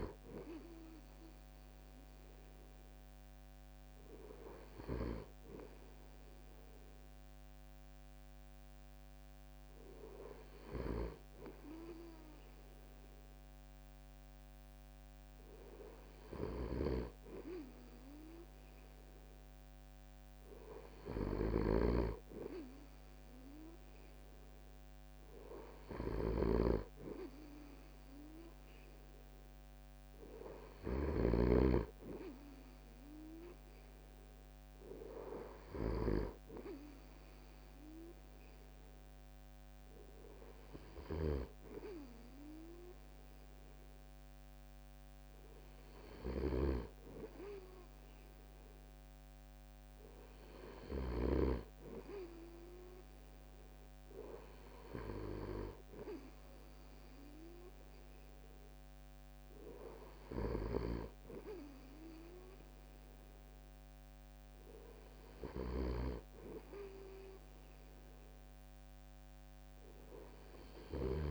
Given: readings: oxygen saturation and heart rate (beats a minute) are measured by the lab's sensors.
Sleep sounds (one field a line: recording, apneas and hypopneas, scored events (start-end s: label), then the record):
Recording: breathing in sleep by a microphone on the trachea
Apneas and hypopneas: none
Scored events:
16.00-31.00 s: snoring (device-marked)
40.50-51.00 s: snoring (device-marked)
From the record:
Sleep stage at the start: N2 (light sleep)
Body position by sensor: on the right side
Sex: male